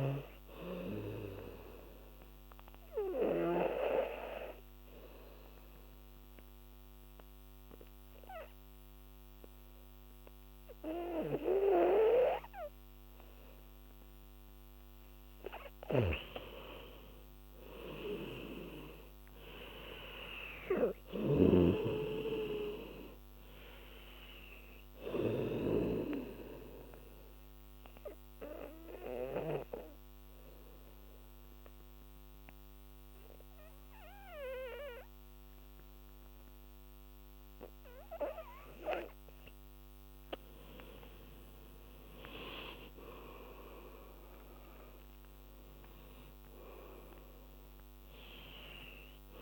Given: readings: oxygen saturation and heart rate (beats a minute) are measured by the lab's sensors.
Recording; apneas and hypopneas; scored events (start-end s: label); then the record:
breathing in sleep by a microphone on the trachea; 2
0.00-13.50 s: oxygen desaturation (device-marked, oxygen 90% lowest, heart rate 73 extreme)
2.50-15.00 s: obstructive apnea (oxygen 97% before, 89% lowest, heart rate 82 before, 75 extreme, up 10 after)
16.00-21.50 s: snoring (device-marked)
17.50-21.50 s: arousal
23.50-34.50 s: oxygen desaturation (device-marked, oxygen 99% before, 91% lowest, heart rate 77 before, 71 extreme)
27.00-39.50 s: obstructive apnea (oxygen 99% before, 89% lowest, heart rate 78 before, 71 extreme, up 13 after)
41.50-46.50 s: arousal
42.50-49.42 s: oxygen desaturation (device-marked, oxygen 98% before, 89% lowest, heart rate 78 before, 71 extreme)
From the record:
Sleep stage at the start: N2 (light sleep); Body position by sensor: on the back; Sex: female